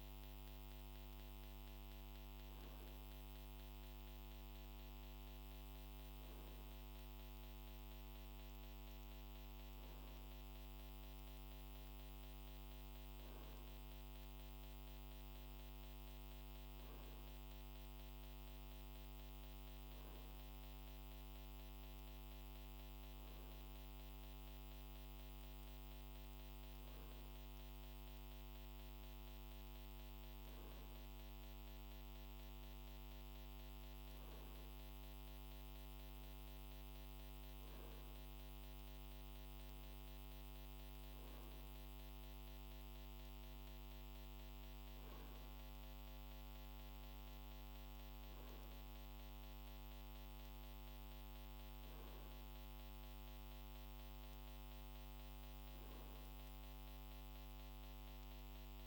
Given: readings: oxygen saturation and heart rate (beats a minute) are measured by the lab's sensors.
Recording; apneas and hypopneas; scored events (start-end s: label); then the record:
breathing in sleep, hard to hear, by a microphone on the trachea; none
none scored
From the record:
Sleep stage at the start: N2 (light sleep); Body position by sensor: on the right side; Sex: male